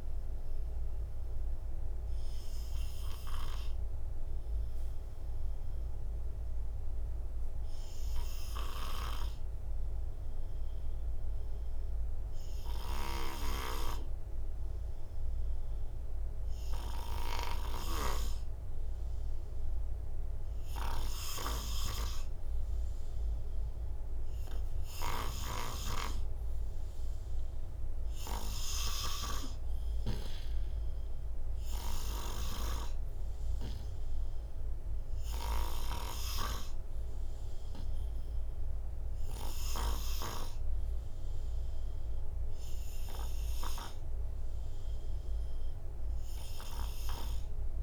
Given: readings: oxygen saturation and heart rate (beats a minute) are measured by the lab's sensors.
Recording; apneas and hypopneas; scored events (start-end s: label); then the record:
breathing in sleep by a room microphone; none
0.00-11.00 s: oxygen desaturation (device-marked, oxygen 82% lowest, heart rate 57 extreme)
13.00-18.00 s: snoring (device-marked)
23.00-47.83 s: oxygen desaturation (device-marked, oxygen 97% before, 88% lowest, heart rate 58 before, 59 extreme)
From the record:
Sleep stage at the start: N2 (light sleep); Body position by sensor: on the right side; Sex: male